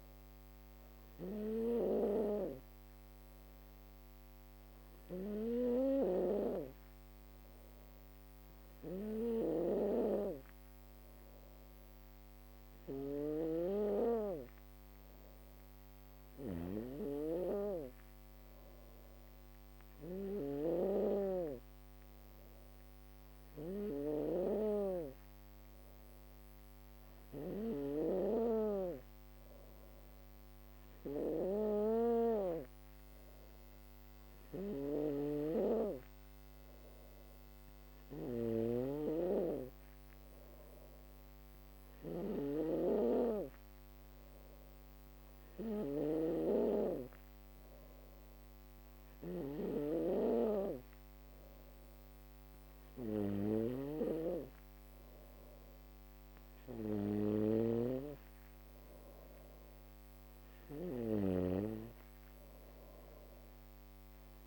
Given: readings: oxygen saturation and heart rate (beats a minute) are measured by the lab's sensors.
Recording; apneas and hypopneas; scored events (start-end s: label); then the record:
breathing in sleep by a microphone on the trachea; none
12.00-64.47 s: snoring (device-marked)
25.00-37.00 s: drop in pulse transit time (device-marked, heart rate 63 before, 60 extreme)
From the record:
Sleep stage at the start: N2 (light sleep); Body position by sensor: on the back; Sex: female